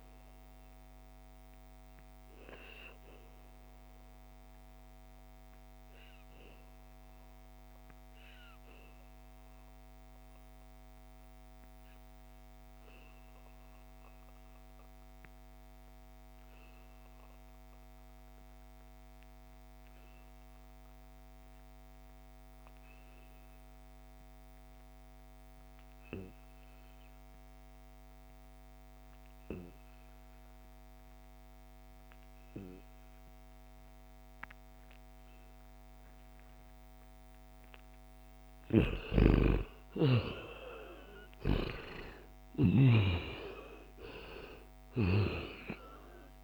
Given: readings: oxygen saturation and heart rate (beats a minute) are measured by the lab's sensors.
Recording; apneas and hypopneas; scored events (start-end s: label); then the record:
breathing in sleep by a microphone on the trachea; 1
0.00-9.50 s: oxygen desaturation (device-marked, oxygen 87% lowest, heart rate 65 extreme)
2.50-37.50 s: obstructive apnea (oxygen 96% before, 87% lowest, heart rate 77 before, 64 extreme, up 10 after)
30.50-46.44 s: oxygen desaturation (device-marked, oxygen 97% before, 87% lowest, heart rate 70 before, 65 extreme)
38.50-46.44 s: snoring (device-marked)
39.00-43.00 s: arousal
From the record:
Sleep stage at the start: N2 (light sleep); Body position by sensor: on the back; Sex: male